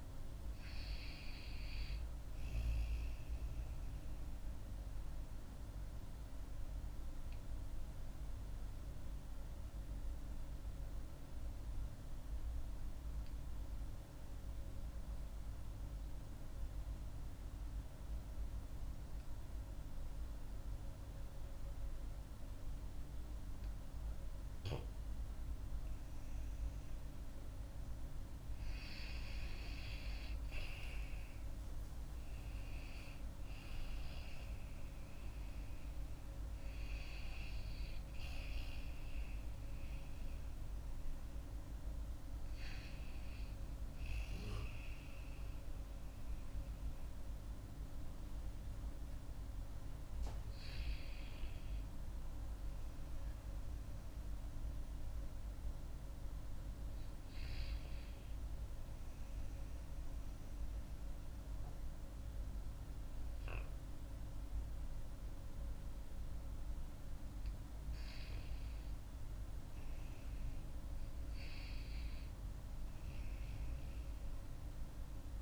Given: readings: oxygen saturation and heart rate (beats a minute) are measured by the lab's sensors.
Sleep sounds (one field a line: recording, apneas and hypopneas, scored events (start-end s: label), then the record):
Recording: breathing in sleep, hard to hear, by a room microphone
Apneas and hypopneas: 2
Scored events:
0.00-9.50 s: oxygen desaturation (device-marked, oxygen 90% lowest)
5.00-27.00 s: obstructive apnea (oxygen 96% before, 90% lowest)
30.50-34.50 s: arousal
47.00-51.50 s: arousal
55.50-68.50 s: hypopnea (oxygen 96% before, 90% lowest)
70.00-75.00 s: arousal
From the record:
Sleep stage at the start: N2 (light sleep)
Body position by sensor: on the back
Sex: female